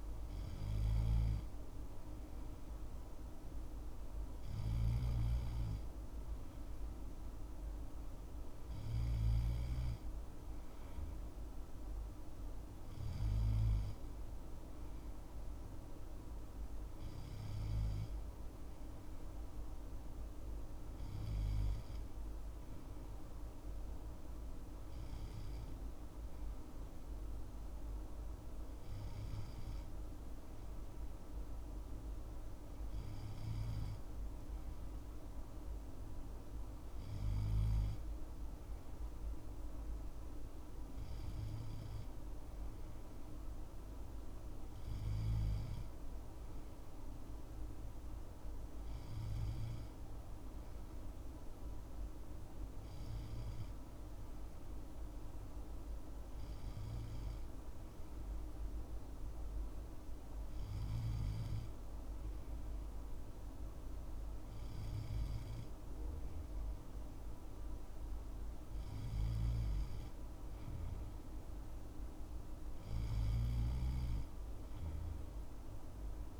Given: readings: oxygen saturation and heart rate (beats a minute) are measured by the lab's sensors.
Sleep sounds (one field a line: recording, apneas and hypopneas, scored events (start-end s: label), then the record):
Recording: breathing in sleep, hard to hear, by a room microphone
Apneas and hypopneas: none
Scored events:
none scored
From the record:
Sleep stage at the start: N2 (light sleep)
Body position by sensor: on the left side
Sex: male